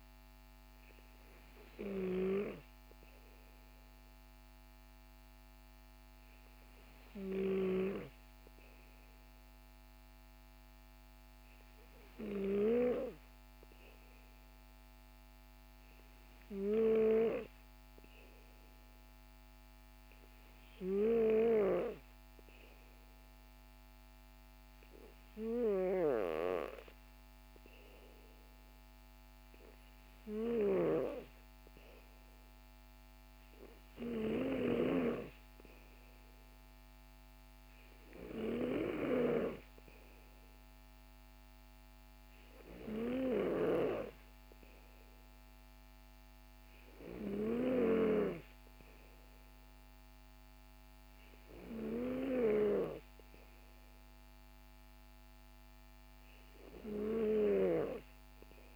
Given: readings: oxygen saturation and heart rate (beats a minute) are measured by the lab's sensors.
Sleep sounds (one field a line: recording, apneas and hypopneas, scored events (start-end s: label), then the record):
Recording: breathing in sleep by a microphone on the trachea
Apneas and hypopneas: none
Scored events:
none scored
From the record:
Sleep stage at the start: N2 (light sleep)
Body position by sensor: on the back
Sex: male